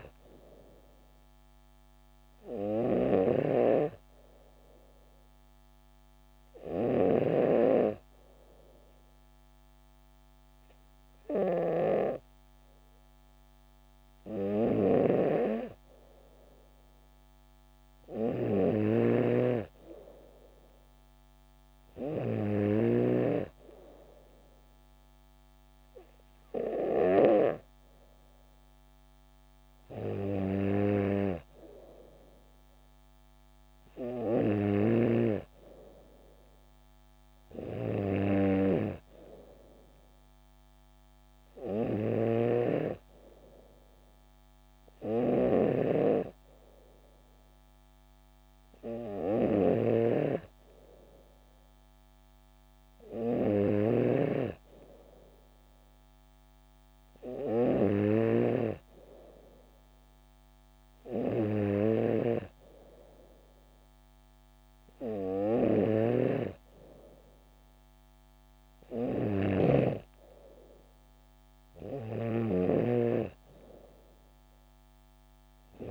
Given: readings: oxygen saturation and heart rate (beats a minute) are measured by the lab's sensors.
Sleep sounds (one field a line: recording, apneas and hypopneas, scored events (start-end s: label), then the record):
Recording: breathing in sleep by a microphone on the trachea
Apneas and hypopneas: 1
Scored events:
5.50-16.00 s: hypopnea (oxygen 95% before, 93% lowest, heart rate 70 before, 66 extreme)
18.00-20.50 s: arousal
19.00-23.00 s: snoring (device-marked)
49.50-58.50 s: snoring (device-marked)
66.00-70.00 s: snoring (device-marked)
From the record:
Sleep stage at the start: N3 (deep sleep)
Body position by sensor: on the back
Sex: female